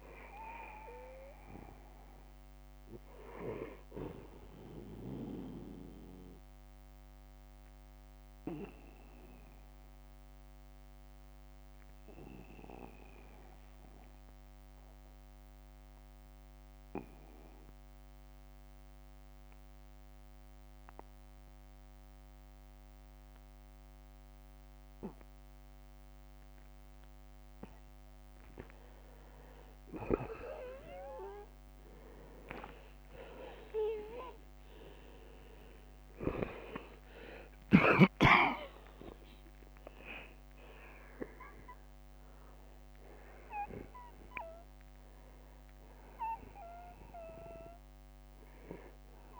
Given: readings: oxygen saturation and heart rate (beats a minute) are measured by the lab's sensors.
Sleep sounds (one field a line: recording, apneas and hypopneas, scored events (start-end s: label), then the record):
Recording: breathing in sleep by a microphone on the trachea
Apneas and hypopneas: 1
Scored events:
3.00-17.00 s: oxygen desaturation (device-marked, oxygen 93% before, 87% lowest, heart rate 70 before, 48 extreme)
5.50-27.50 s: obstructive apnea (oxygen 94% before, 87% lowest, heart rate 67 before, 48 extreme, up 16 after)
32.50-37.50 s: arousal
37.00-49.40 s: oxygen desaturation (device-marked, oxygen 96% before, 92% lowest, heart rate 55 before, 53 extreme)
38.00-40.00 s: long interval between heartbeats (device-marked, heart rate 56 before, 70 extreme)
From the record:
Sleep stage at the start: N2 (light sleep)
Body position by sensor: on the back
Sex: male